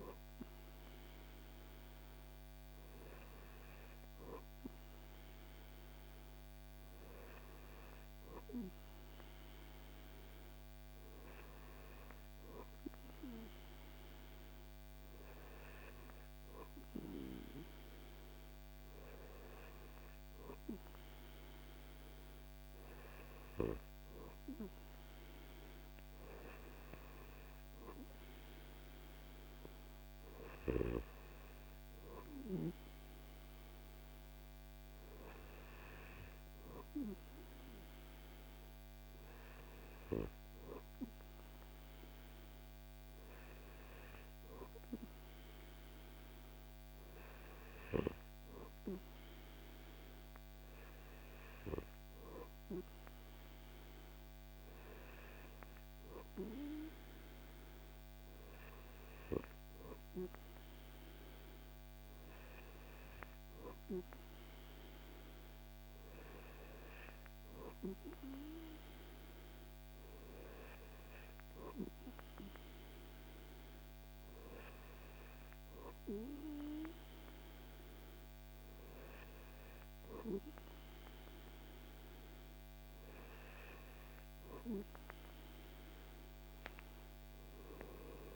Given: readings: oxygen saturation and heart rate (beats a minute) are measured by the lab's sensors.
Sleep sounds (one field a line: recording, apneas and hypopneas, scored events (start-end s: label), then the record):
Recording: breathing in sleep by a microphone on the trachea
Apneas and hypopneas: none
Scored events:
none scored
From the record:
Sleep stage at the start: N2 (light sleep)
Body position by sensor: on the back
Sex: male